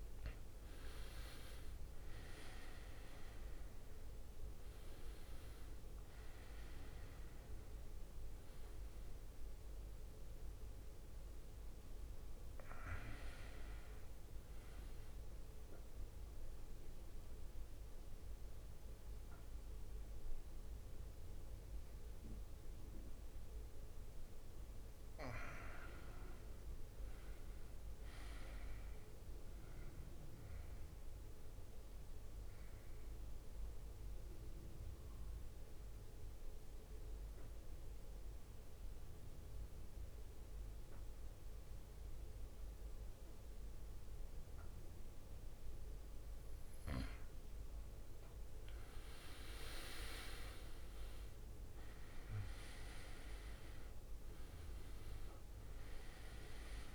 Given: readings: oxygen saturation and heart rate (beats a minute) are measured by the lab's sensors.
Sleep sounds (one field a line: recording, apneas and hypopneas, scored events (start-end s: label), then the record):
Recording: breathing in sleep by a room microphone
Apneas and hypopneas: 2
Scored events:
0.00-1.00 s: arousal
0.00-18.50 s: oxygen desaturation (device-marked, oxygen 91% lowest, heart rate 54 extreme)
15.50-26.00 s: central apnea (oxygen 98% before, 91% lowest, heart rate 65 before, 54 extreme, up 10 after)
28.00-30.50 s: arousal
33.00-48.00 s: mixed apnea (oxygen 98% before, 91% lowest, heart rate 59 before, 54 extreme, up 16 after)
47.50-56.95 s: oxygen desaturation (device-marked, oxygen 97% before, 91% lowest, heart rate 60 before, 54 extreme)
49.00-53.50 s: arousal
From the record:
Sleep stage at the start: N2 (light sleep)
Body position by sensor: on the back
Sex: male